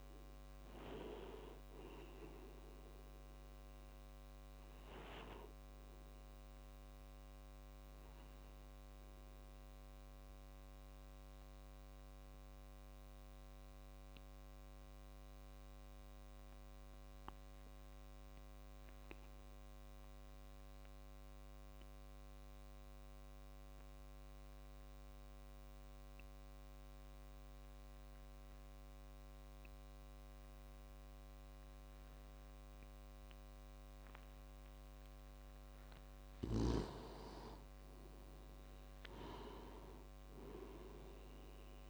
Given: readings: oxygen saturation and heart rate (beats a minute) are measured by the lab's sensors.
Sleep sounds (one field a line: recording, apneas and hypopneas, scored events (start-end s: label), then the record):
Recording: breathing in sleep by a microphone on the trachea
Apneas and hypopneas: 1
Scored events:
0.00-15.50 s: oxygen desaturation (device-marked, oxygen 89% lowest)
9.50-35.50 s: obstructive apnea (oxygen 96% before, 90% lowest)
32.50-41.90 s: oxygen desaturation (device-marked, oxygen 98% before, 90% lowest)
36.00-41.90 s: snoring (device-marked)
38.00-41.90 s: arousal
From the record:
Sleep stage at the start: N2 (light sleep)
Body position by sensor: on the back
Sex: male